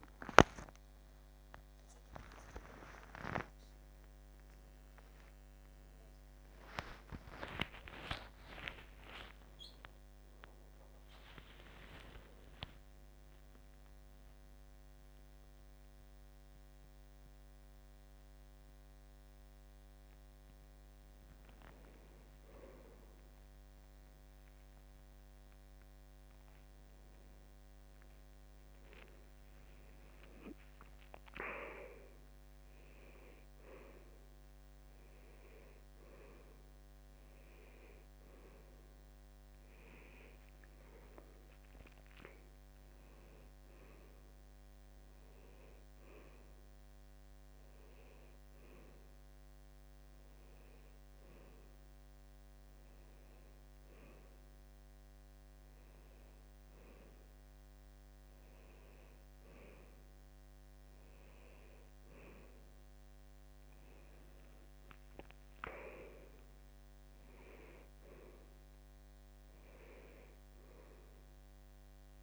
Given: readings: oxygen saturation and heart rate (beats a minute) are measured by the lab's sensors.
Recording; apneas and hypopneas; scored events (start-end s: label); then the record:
a person awake in a sleep study, by a microphone on the trachea; none
1.00-3.00 s: long interval between heartbeats (device-marked, heart rate 144 before, 176 extreme)
5.00-7.00 s: long interval between heartbeats (device-marked, heart rate 154 before, 114 extreme)
7.00-9.00 s: long interval between heartbeats (device-marked, heart rate 156 before, 105 extreme)
9.50-11.50 s: long interval between heartbeats (device-marked, heart rate 156 before, 104 extreme)
12.00-14.00 s: long interval between heartbeats (device-marked, heart rate 153 before, 105 extreme)
30.00-32.00 s: long interval between heartbeats (device-marked, heart rate 88 before, 100 extreme)
33.50-35.50 s: long interval between heartbeats (device-marked, heart rate 87 before, 119 extreme)
65.00-67.00 s: long interval between heartbeats (device-marked, heart rate 75 before, 83 extreme)
From the record:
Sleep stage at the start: awake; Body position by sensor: on the back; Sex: male